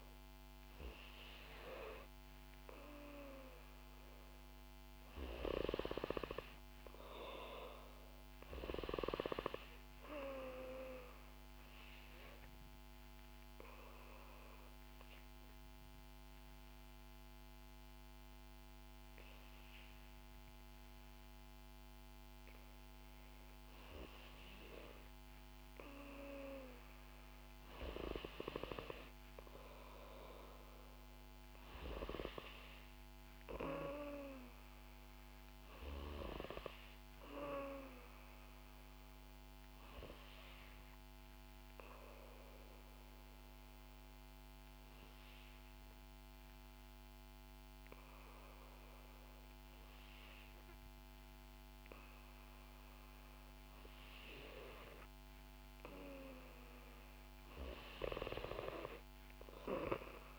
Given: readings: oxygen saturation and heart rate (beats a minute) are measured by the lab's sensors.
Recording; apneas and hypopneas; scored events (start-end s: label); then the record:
breathing in sleep by a microphone on the trachea; 2
11.00-23.50 s: obstructive apnea (oxygen 90% before, 89% lowest, heart rate 67 before, 58 extreme, up 5 after)
26.00-30.00 s: arousal
29.50-42.50 s: oxygen desaturation (device-marked, oxygen 93% before, 90% lowest, heart rate 68 before, 58 extreme)
42.00-54.00 s: hypopnea (oxygen 93% before, 88% lowest, heart rate 66 before, 58 extreme, up 9 after)
55.50-59.00 s: arousal
From the record:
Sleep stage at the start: N2 (light sleep); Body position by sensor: on the back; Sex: female